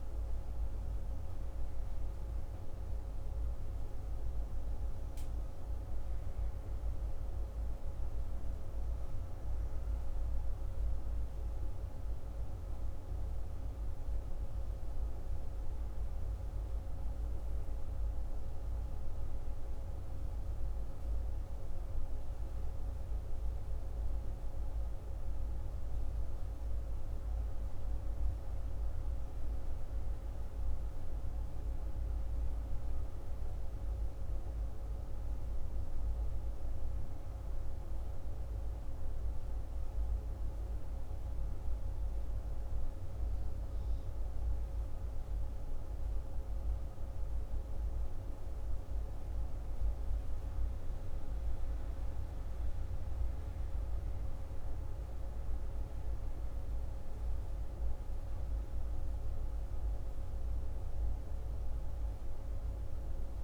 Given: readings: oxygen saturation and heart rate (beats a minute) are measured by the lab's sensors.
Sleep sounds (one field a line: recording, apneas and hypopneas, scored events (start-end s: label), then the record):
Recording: breathing in sleep, hard to hear, by a room microphone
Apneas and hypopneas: none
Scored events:
none scored
From the record:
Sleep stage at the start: N1 (lightest sleep)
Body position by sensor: on the left side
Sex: male